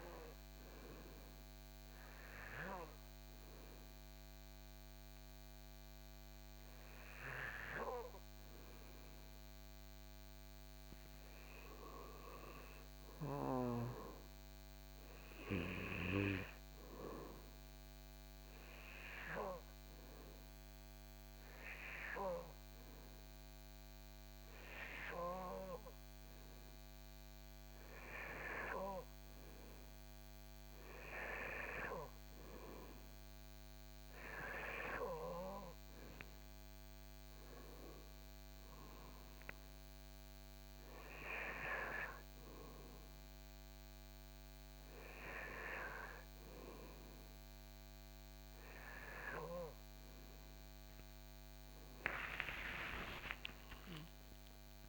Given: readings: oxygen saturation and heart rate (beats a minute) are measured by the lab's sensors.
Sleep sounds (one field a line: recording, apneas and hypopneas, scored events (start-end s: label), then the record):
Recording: a person partly awake in a sleep study, by a microphone on the trachea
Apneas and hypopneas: none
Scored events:
38.50-54.89 s: new sleep stage, awake
From the record:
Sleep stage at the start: N2 (light sleep)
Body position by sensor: on the back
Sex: male